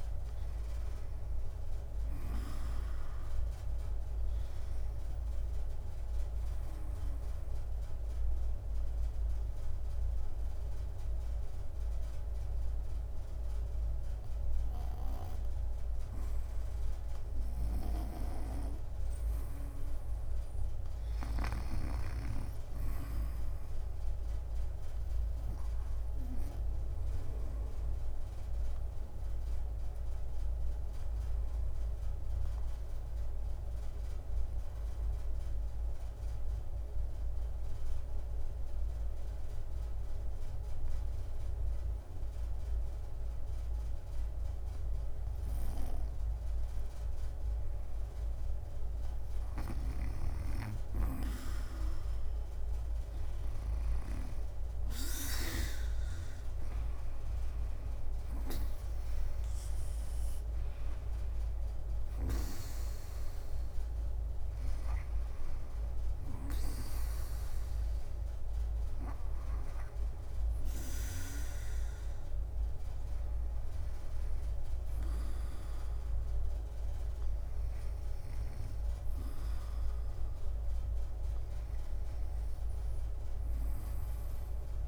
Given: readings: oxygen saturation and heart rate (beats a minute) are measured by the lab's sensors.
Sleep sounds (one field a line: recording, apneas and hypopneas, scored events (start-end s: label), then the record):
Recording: breathing in sleep by a room microphone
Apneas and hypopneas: 2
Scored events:
0.00-2.50 s: snoring (device-marked)
2.50-13.50 s: oxygen desaturation (device-marked, oxygen 96% before, 92% lowest, heart rate 63 before, 58 extreme)
3.50-20.50 s: drop in pulse transit time (device-marked, heart rate 63 before, 59 extreme)
5.50-18.00 s: obstructive apnea (oxygen 96% before, 86% lowest, heart rate 64 before, 56 extreme, up 6 after)
21.50-25.50 s: arousal
28.50-48.50 s: obstructive apnea (oxygen 96% before, 86% lowest, heart rate 63 before, 56 extreme, up 13 after)
49.50-54.00 s: snoring (device-marked)
51.50-70.50 s: oxygen desaturation (device-marked, oxygen 95% before, 87% lowest, heart rate 60 before, 56 extreme)
54.50-59.50 s: leg movement (device-marked)
55.00-59.50 s: arousal
55.50-71.50 s: drop in pulse transit time (device-marked, heart rate 61 before, 69 extreme)
72.50-78.50 s: oxygen desaturation (device-marked, oxygen 91% before, 86% lowest, heart rate 74 before, 56 extreme)
From the record:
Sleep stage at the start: REM sleep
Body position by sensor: on the back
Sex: female